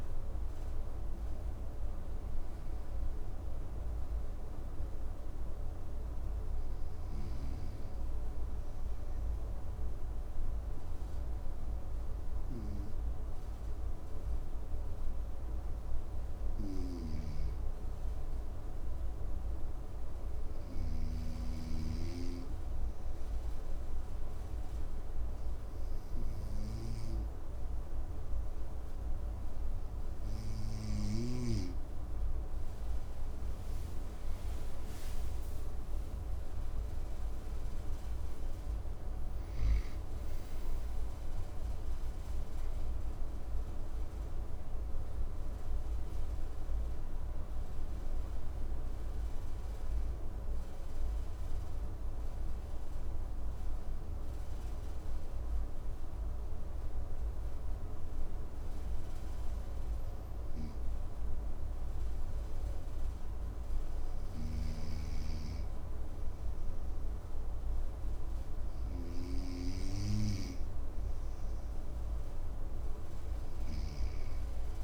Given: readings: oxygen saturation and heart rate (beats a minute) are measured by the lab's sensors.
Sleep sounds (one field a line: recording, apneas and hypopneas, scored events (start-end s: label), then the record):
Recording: breathing in sleep by a room microphone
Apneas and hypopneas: 2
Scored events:
16.00-20.50 s: snoring (device-marked)
20.00-32.00 s: obstructive apnea (oxygen 97% before, 95% lowest, heart rate 59 before, 57 extreme, up 10 after)
33.50-38.50 s: arousal
49.00-61.50 s: obstructive apnea (oxygen 97% before, 95% lowest, heart rate 64 before, 55 extreme, up 3 after)
64.00-69.00 s: snoring (device-marked)
64.50-69.50 s: arousal
From the record:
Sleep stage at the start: N2 (light sleep)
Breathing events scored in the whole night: 351 in 5.6 hours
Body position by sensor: on the right side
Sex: male